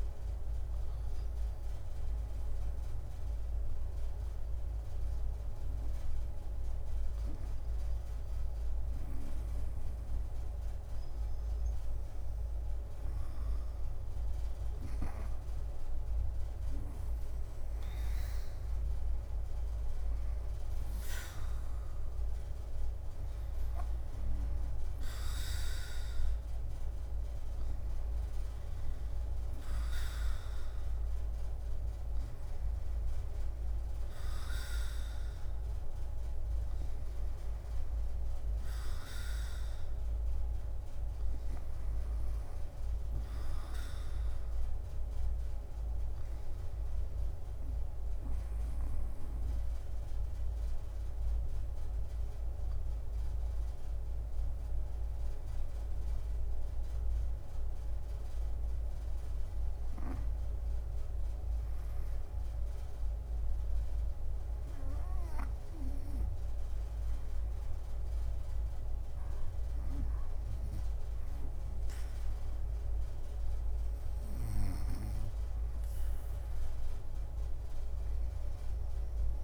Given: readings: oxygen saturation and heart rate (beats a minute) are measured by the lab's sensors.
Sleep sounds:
breathing in sleep by a room microphone; 2
1.00-15.00 s: obstructive apnea (oxygen 99% before, 97% lowest, heart rate 70 before, 56 extreme, up 10 after)
3.00-4.50 s: leg movement (device-marked)
15.50-26.50 s: drop in pulse transit time (device-marked, heart rate 60 before, 60 extreme)
17.00-21.00 s: arousal
47.00-60.50 s: obstructive apnea (oxygen 98% before, 95% lowest, heart rate 62 before, 49 extreme, up 11 after)
54.50-69.50 s: drop in pulse transit time (device-marked, heart rate 59 before, 49 extreme)
57.50-59.00 s: leg movement (device-marked)
64.50-69.50 s: arousal
From the record:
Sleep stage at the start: REM sleep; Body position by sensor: on the back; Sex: female

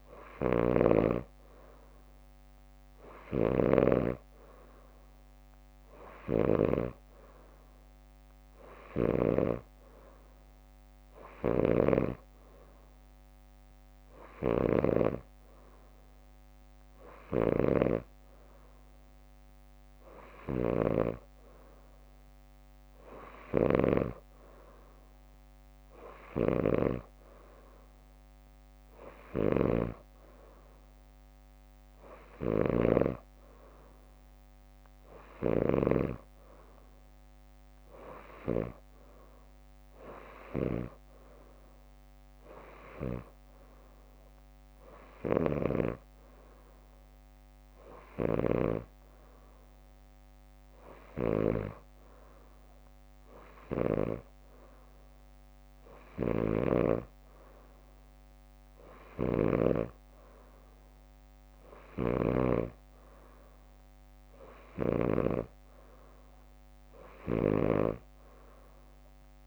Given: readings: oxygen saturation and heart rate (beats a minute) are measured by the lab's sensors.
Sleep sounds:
breathing in sleep by a microphone on the trachea; none
0.00-4.00 s: snoring (device-marked)
0.00-4.50 s: leg movement (device-marked)
11.00-13.00 s: leg movement (device-marked)
23.00-24.50 s: leg movement (device-marked)
58.00-69.47 s: drop in pulse transit time (device-marked, heart rate 63 before, 63 extreme)
64.50-65.50 s: leg movement (device-marked)
From the record:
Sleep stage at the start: N3 (deep sleep); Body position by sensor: on the back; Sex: female

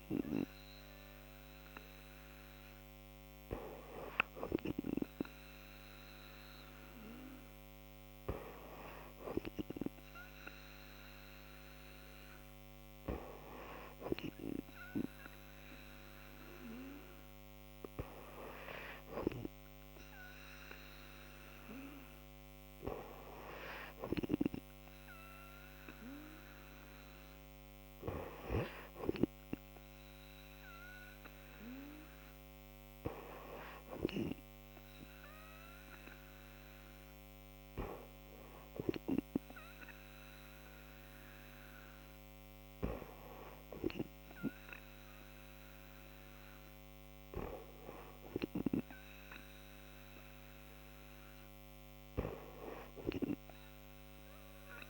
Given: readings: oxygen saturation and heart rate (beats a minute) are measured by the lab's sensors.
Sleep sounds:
breathing in sleep by a microphone on the trachea; none
none scored
From the record:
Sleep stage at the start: N2 (light sleep); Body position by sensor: on the back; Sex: female

